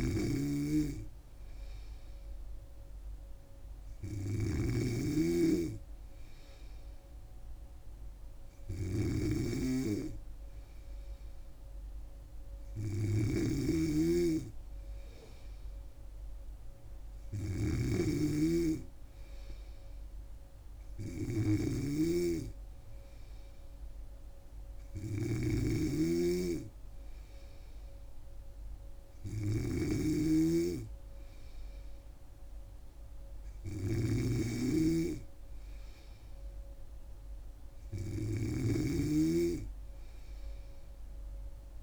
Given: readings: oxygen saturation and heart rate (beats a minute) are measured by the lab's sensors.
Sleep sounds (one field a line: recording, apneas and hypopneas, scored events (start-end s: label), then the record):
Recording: breathing in sleep by a room microphone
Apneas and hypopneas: none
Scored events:
0.00-41.83 s: snoring (device-marked)
From the record:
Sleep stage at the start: N3 (deep sleep)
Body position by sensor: on the back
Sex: female